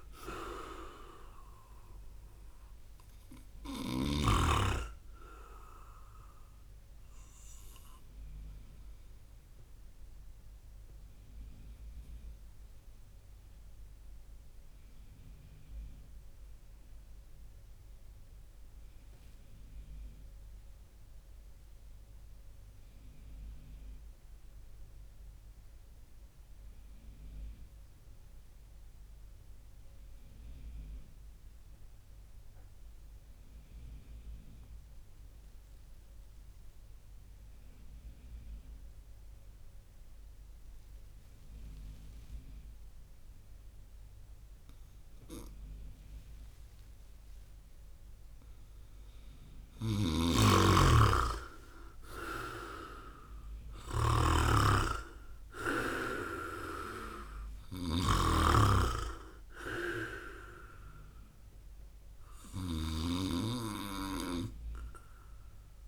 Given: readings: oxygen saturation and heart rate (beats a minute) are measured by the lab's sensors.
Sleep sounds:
breathing in sleep by a room microphone; 1
10.00-47.00 s: mixed apnea (oxygen 99% before, 95% lowest)
49.50-54.00 s: snoring (device-marked)
50.00-53.00 s: arousal
58.50-65.88 s: snoring (device-marked)
From the record:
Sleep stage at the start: N2 (light sleep); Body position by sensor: on the right side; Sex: male

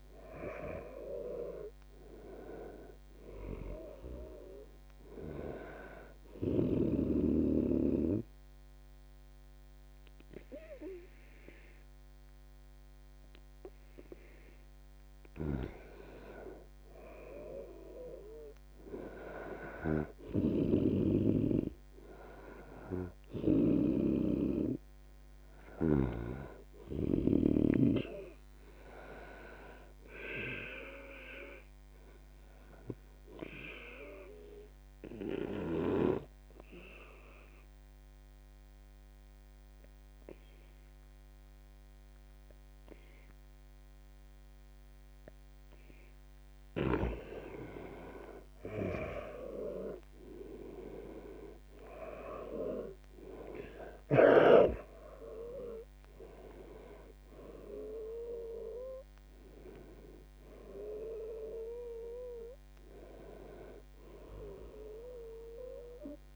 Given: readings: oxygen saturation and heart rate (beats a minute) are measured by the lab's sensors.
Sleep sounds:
breathing in sleep by a microphone on the trachea; 2
6.50-16.50 s: obstructive apnea (oxygen 99% before, 85% lowest, heart rate 85 before, 75 extreme, up 4 after)
17.50-20.50 s: arousal
23.50-27.50 s: snoring (device-marked)
31.00-46.00 s: obstructive apnea (oxygen 98% before, 85% lowest, heart rate 85 before, 75 extreme, up 8 after)
47.50-66.36 s: oxygen desaturation (device-marked, oxygen 96% before, 85% lowest, heart rate 82 before, 75 extreme)
48.00-55.50 s: arousal
From the record:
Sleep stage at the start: N2 (light sleep); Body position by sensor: on the back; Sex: male

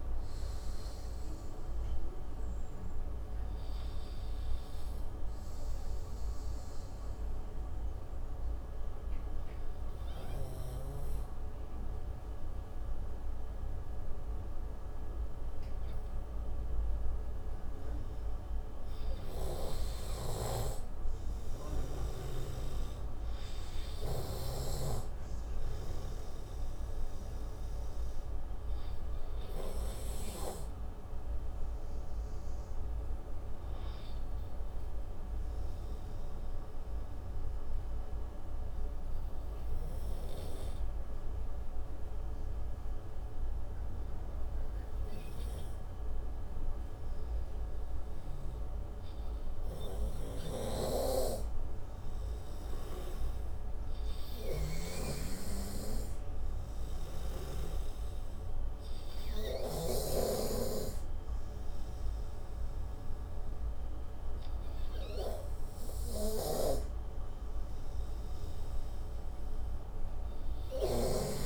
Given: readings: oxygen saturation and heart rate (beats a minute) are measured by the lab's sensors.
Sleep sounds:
breathing in sleep by a room microphone; 2
7.50-20.00 s: obstructive apnea (oxygen 96% before, 87% lowest, heart rate 65 before, 60 extreme, up 9 after)
23.50-27.00 s: arousal
27.50-40.50 s: oxygen desaturation (device-marked, oxygen 96% before, 91% lowest, heart rate 64 before, 61 extreme)
36.00-51.00 s: obstructive apnea (oxygen 96% before, 87% lowest, heart rate 65 before, 61 extreme, up 13 after)
53.50-56.50 s: arousal
53.50-71.46 s: oxygen desaturation (device-marked, oxygen 96% before, 87% lowest, heart rate 67 before, 59 extreme)
55.00-60.50 s: snoring (device-marked)
From the record:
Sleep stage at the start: N2 (light sleep); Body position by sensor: on the right side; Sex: male

